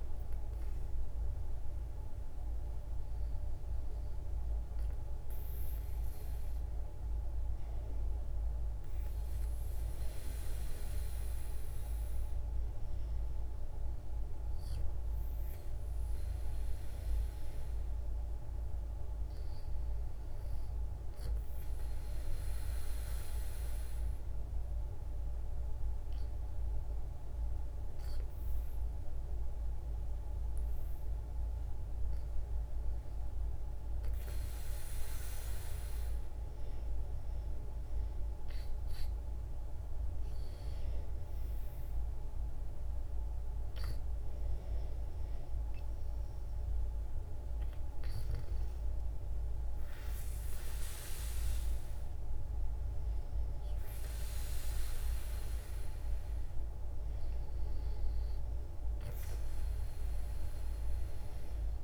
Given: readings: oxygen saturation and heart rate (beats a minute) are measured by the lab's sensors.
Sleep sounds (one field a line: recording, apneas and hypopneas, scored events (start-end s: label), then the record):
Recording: breathing in sleep, hard to hear, by a room microphone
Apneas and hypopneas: none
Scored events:
none scored
From the record:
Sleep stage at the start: N2 (light sleep)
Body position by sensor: on the back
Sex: female